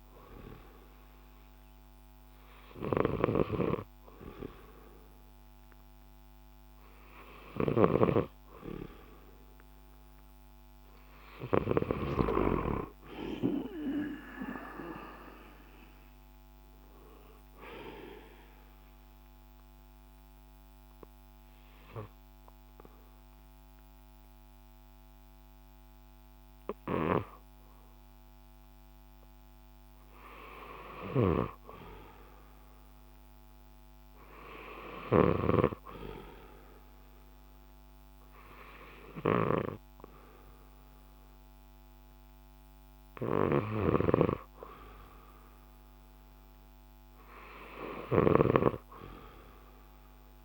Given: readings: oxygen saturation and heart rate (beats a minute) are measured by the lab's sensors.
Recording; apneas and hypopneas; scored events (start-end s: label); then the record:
breathing in sleep by a microphone on the trachea; none
0.00-12.00 s: snoring (device-marked)
11.50-15.50 s: arousal
12.50-24.50 s: drop in pulse transit time (device-marked, heart rate 69 before, 64 extreme)
31.00-50.45 s: snoring (device-marked)
42.50-50.45 s: oxygen desaturation (device-marked, oxygen 96% before, 89% lowest, heart rate 66 before, 65 extreme)
From the record:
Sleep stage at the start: N2 (light sleep); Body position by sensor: on the left side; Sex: male